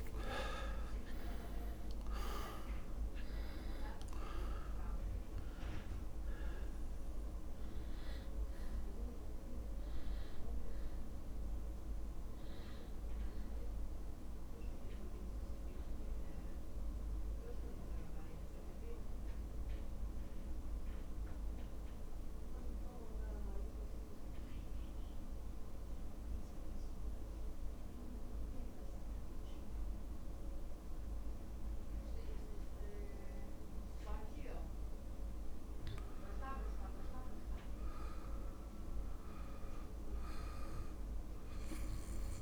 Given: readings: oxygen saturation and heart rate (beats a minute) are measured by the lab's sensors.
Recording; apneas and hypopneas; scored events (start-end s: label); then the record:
breathing in sleep, hard to hear, by a room microphone; 1
0.00-27.00 s: oxygen desaturation (device-marked, oxygen 82% lowest, heart rate 52 extreme)
1.00-15.00 s: drop in pulse transit time (device-marked, heart rate 54 before, 54 extreme)
17.50-33.50 s: central apnea (oxygen 98% before, 82% lowest, heart rate 56 before, 52 extreme, up 0 after)
36.00-39.50 s: arousal
From the record:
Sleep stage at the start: REM sleep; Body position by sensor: on the back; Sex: male